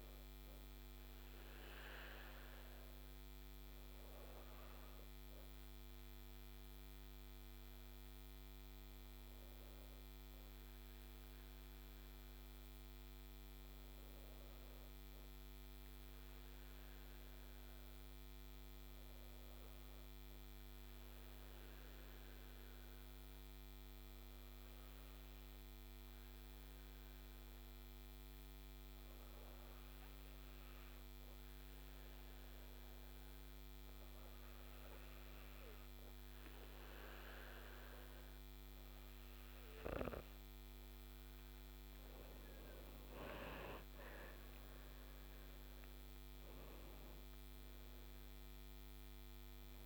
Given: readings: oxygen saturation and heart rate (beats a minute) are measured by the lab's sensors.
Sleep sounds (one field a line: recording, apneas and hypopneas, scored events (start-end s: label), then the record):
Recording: breathing in sleep, hard to hear, by a microphone on the trachea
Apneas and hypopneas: 1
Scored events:
21.50-39.50 s: obstructive apnea (oxygen 97% before, 92% lowest, heart rate 46 before, 37 extreme, up 15 after)
36.00-49.86 s: oxygen desaturation (device-marked, oxygen 96% before, 93% lowest, heart rate 56 before, 37 extreme)
41.00-46.50 s: arousal
From the record:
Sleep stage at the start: N2 (light sleep)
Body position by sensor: on the back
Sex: female